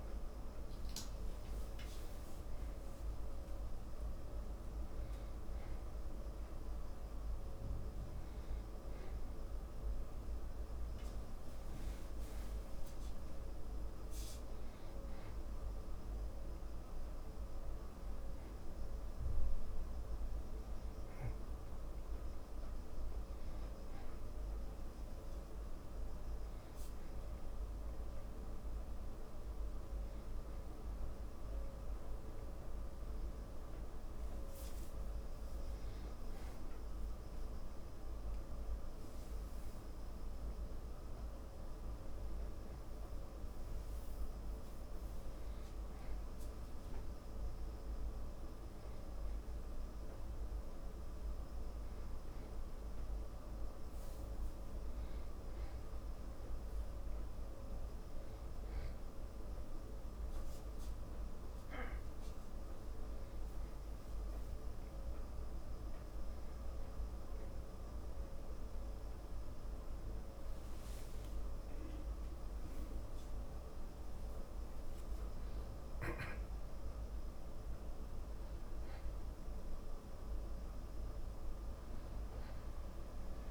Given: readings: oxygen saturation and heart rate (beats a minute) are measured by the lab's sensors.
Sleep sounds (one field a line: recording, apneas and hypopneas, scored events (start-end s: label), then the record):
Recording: a person awake in a sleep study, hard to hear, by a room microphone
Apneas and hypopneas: none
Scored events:
78.50-83.50 s: new sleep stage, N1 (lightest sleep)
From the record:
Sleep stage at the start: awake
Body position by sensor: on the back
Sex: male